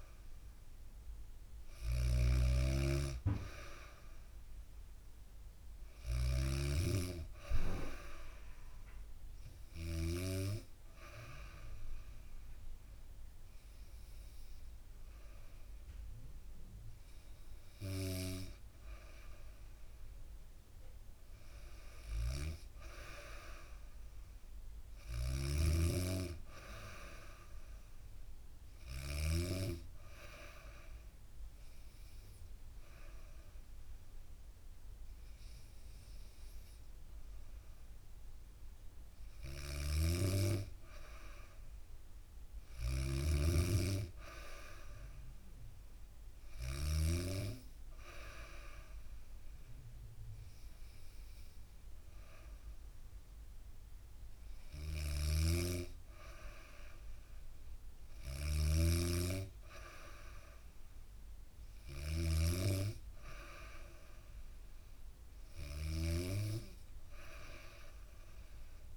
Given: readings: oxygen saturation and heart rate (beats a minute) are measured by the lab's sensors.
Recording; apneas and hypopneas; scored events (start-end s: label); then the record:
breathing in sleep by a room microphone; none
0.00-9.50 s: snoring (device-marked)
24.00-28.50 s: snoring (device-marked)
38.50-46.50 s: snoring (device-marked)
54.00-68.97 s: snoring (device-marked)
From the record:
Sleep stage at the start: N2 (light sleep); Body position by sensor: on the back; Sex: female